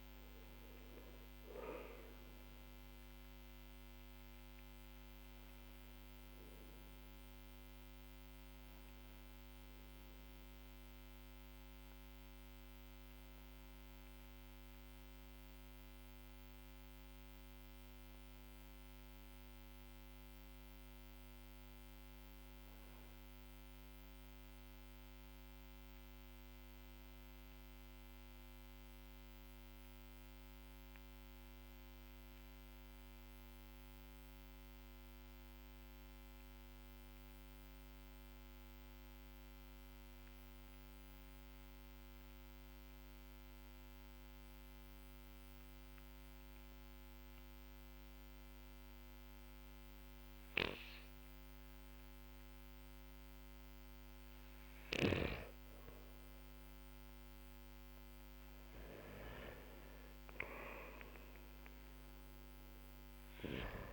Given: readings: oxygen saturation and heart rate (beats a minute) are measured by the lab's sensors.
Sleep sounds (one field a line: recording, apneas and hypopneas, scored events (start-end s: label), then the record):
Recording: breathing in sleep by a microphone on the trachea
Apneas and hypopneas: 1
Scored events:
0.00-21.00 s: oxygen desaturation (device-marked, oxygen 91% lowest, heart rate 46 extreme)
1.50-51.00 s: obstructive apnea (oxygen 97% before, 91% lowest, heart rate 50 before, 46 extreme, up 7 after)
53.00-63.92 s: oxygen desaturation (device-marked, oxygen 97% before, 93% lowest, heart rate 54 before, 44 extreme)
54.00-58.00 s: arousal
From the record:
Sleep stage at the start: N2 (light sleep)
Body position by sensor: on the back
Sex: male